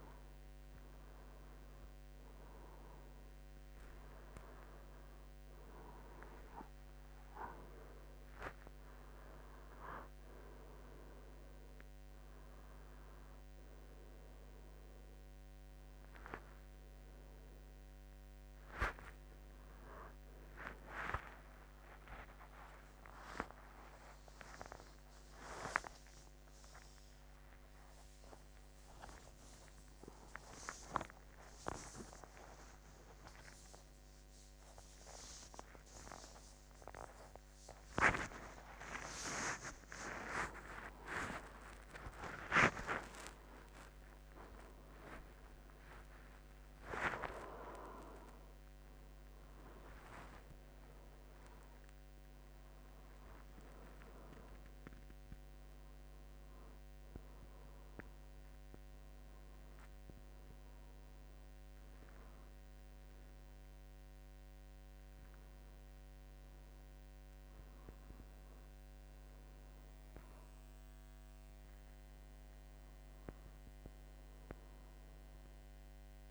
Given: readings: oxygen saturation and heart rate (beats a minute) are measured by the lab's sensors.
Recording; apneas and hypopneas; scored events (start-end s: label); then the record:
a person awake in a sleep study, by a microphone on the trachea; none
none scored
From the record:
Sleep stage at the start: awake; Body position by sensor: on the right side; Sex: male